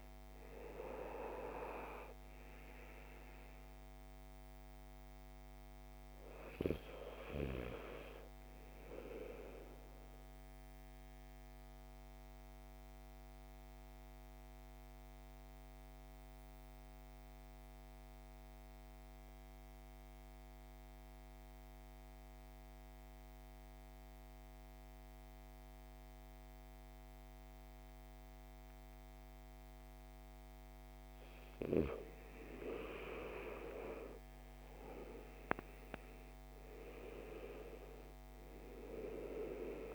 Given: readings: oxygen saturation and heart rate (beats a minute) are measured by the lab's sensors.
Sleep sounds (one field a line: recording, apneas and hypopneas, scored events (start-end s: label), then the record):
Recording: breathing in sleep by a microphone on the trachea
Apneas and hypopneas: 1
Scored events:
6.00-22.00 s: oxygen desaturation (device-marked, oxygen 98% before, 85% lowest)
10.00-29.00 s: central apnea (oxygen 98% before, 83% lowest)
32.00-37.00 s: arousal
36.00-39.95 s: oxygen desaturation (device-marked, oxygen 99% before, 83% lowest)
From the record:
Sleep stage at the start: N2 (light sleep)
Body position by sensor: on the back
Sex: male